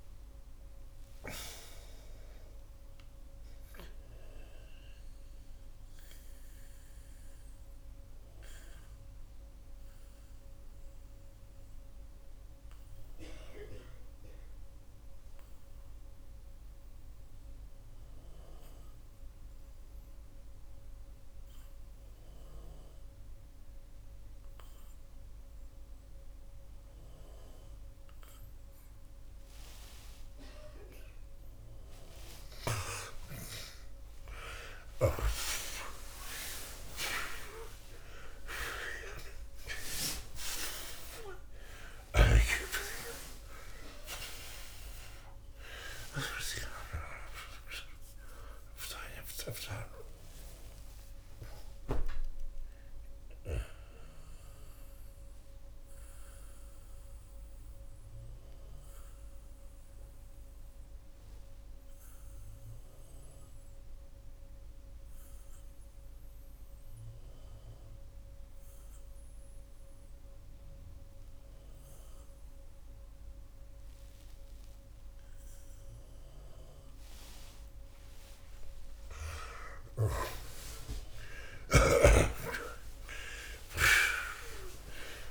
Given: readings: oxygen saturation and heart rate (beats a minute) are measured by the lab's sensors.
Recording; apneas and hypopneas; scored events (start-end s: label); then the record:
breathing in sleep by a room microphone; 2
0.00-32.00 s: oxygen desaturation (device-marked, oxygen 78% lowest)
3.00-31.50 s: mixed apnea (oxygen 93% before, 78% lowest)
34.50-39.00 s: arousal
42.00-77.00 s: oxygen desaturation (device-marked, oxygen 94% before, 80% lowest)
53.50-78.00 s: obstructive apnea (oxygen 94% before, 79% lowest)
79.50-84.00 s: arousal
79.50-85.31 s: snoring (device-marked)
From the record:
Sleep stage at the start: N2 (light sleep); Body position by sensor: on the back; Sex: male